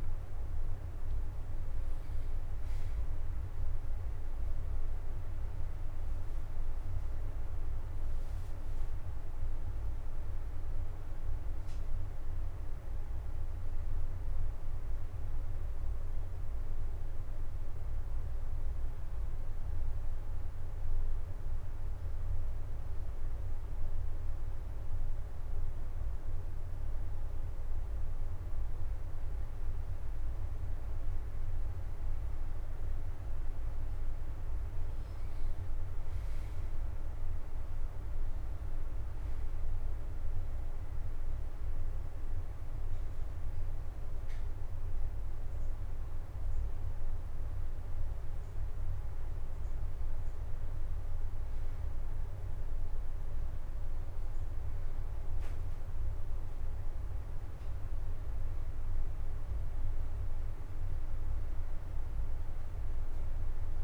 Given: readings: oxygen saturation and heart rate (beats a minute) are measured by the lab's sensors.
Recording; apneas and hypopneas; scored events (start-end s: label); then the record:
a person partly awake in a sleep study, hard to hear, by a room microphone; 2
16.00-63.84 s: new sleep stage, N2 (light sleep)
23.50-33.50 s: obstructive apnea (oxygen 94% before, 87% lowest, heart rate 136 before, 76 extreme, up 37 after)
27.00-48.00 s: oxygen desaturation (device-marked, oxygen 93% before, 87% lowest, heart rate 120 before, 76 extreme)
34.50-38.00 s: arousal
41.00-51.00 s: hypopnea (oxygen 94% before, 87% lowest, heart rate 97 before, 85 extreme)
53.50-57.50 s: arousal
57.00-63.00 s: oxygen desaturation (device-marked, oxygen 94% before, 89% lowest, heart rate 104 before, 88 extreme)
From the record:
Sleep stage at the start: awake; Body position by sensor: on the right side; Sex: male